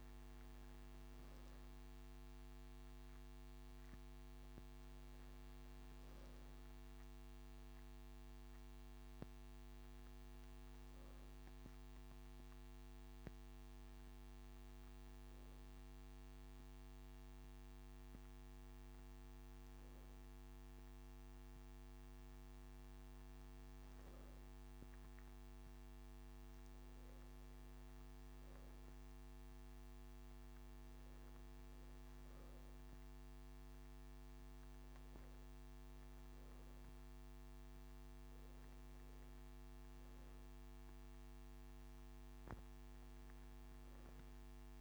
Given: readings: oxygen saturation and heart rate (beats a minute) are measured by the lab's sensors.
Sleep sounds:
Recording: breathing in sleep, hard to hear, by a microphone on the trachea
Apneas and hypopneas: none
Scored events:
none scored
From the record:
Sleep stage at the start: N2 (light sleep)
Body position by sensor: on the right side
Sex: male

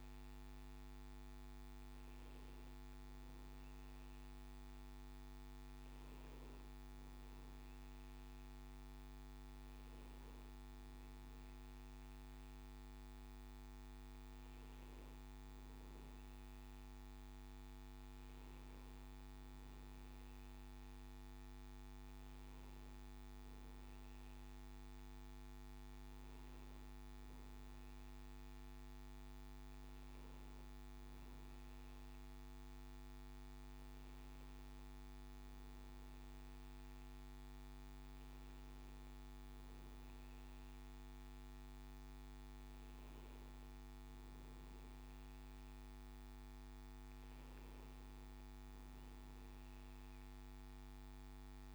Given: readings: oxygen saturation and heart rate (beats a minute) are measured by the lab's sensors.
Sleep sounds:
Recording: breathing in sleep, hard to hear, by a microphone on the trachea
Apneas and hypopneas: none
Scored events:
none scored
From the record:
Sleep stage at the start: N2 (light sleep)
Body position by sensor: on the back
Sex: male

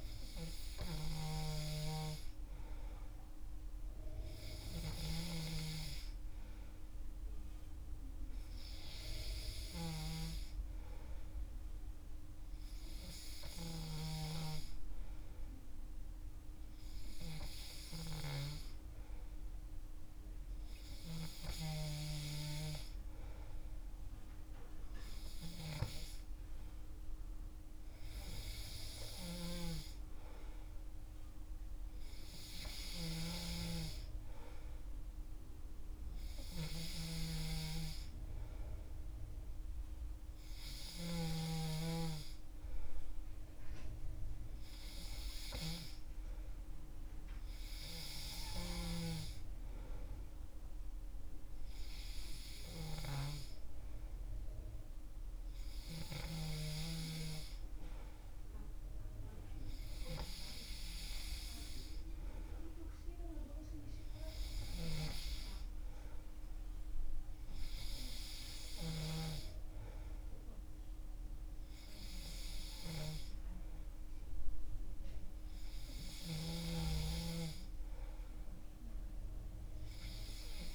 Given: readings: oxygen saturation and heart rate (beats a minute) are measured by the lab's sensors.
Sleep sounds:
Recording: breathing in sleep by a room microphone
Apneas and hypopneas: none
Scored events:
36.00-40.50 s: snoring (device-marked)
From the record:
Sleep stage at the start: N3 (deep sleep)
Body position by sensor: on the back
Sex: male

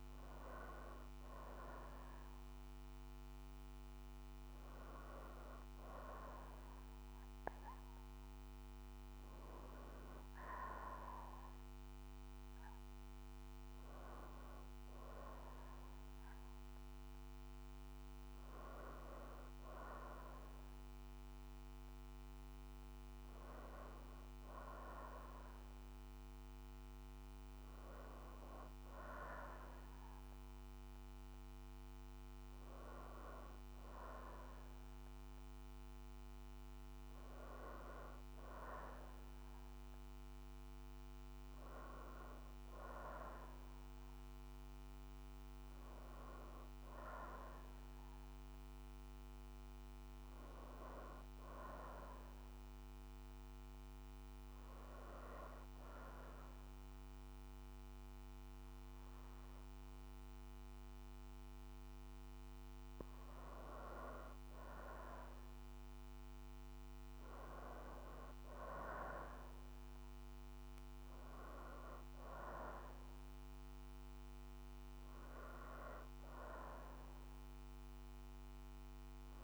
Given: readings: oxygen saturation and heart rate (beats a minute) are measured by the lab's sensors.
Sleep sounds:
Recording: breathing in sleep by a microphone on the trachea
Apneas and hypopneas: none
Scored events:
0.00-6.50 s: oxygen desaturation (device-marked, oxygen 89% lowest, heart rate 64 extreme)
71.50-79.44 s: oxygen desaturation (device-marked, oxygen 94% before, 91% lowest, heart rate 63 before, 62 extreme)
From the record:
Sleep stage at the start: N2 (light sleep)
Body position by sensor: on the back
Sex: female

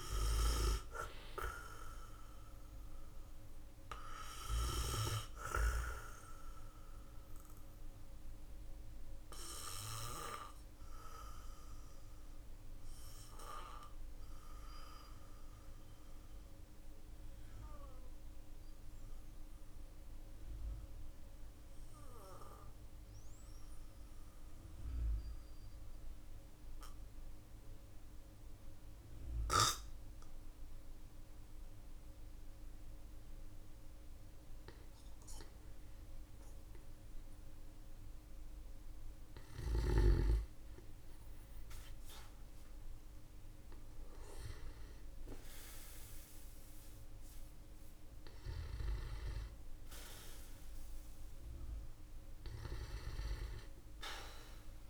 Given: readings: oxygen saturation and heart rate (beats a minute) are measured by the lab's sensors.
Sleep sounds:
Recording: breathing in sleep by a room microphone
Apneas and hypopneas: 1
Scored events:
0.00-4.00 s: oxygen desaturation (device-marked, oxygen 94% lowest, heart rate 45 extreme)
6.00-27.00 s: oxygen desaturation (device-marked, oxygen 95% before, 92% lowest, heart rate 49 before, 45 extreme)
6.00-35.50 s: obstructive apnea (oxygen 97% before, 92% lowest, heart rate 49 before, 43 extreme, up 11 after)
37.50-41.50 s: arousal
From the record:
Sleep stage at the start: N2 (light sleep)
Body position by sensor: on the back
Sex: male

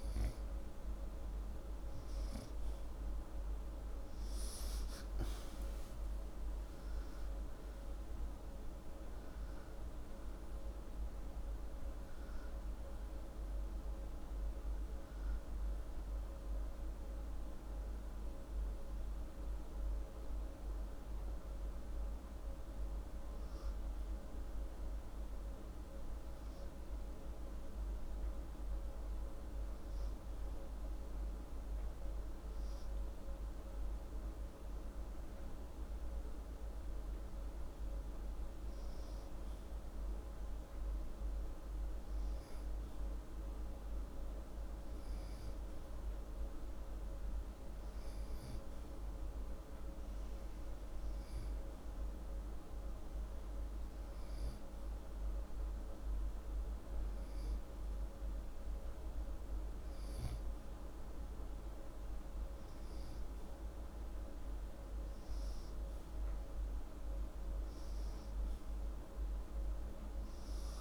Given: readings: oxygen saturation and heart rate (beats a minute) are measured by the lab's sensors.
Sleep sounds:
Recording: breathing in sleep, hard to hear, by a room microphone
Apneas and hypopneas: none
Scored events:
6.00-13.00 s: arousal
From the record:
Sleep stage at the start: N2 (light sleep)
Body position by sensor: upright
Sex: male

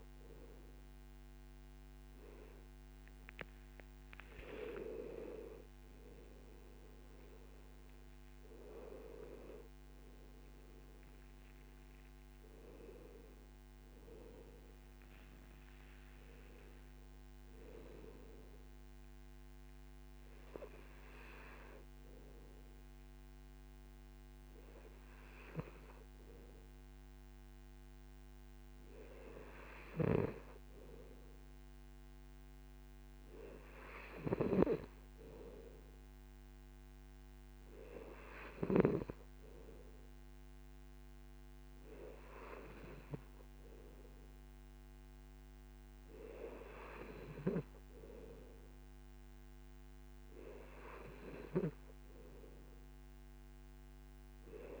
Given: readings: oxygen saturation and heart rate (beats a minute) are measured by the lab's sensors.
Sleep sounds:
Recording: breathing in sleep by a microphone on the trachea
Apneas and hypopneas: none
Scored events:
5.00-9.50 s: arousal
9.50-25.50 s: oxygen desaturation (device-marked, oxygen 97% before, 93% lowest, heart rate 60 before, 55 extreme)
From the record:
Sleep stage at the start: N2 (light sleep)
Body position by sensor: on the right side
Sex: male

